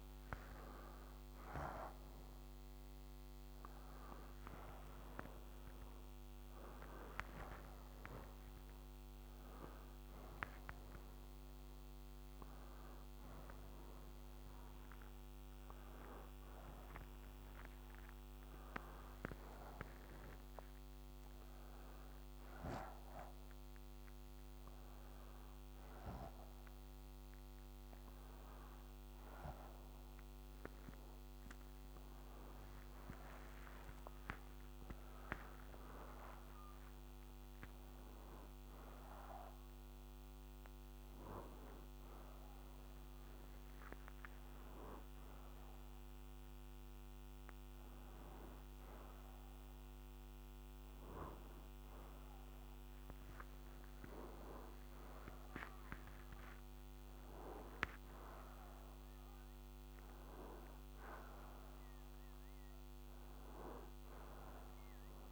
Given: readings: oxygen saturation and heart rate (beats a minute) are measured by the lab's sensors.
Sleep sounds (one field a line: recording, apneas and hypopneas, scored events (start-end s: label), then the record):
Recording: a person awake in a sleep study, by a microphone on the trachea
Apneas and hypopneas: none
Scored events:
0.00-25.50 s: oxygen desaturation (device-marked, oxygen 88% lowest, heart rate 76 extreme)
53.50-65.32 s: new sleep stage, N1 (lightest sleep)
From the record:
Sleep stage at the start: awake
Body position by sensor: on the right side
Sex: male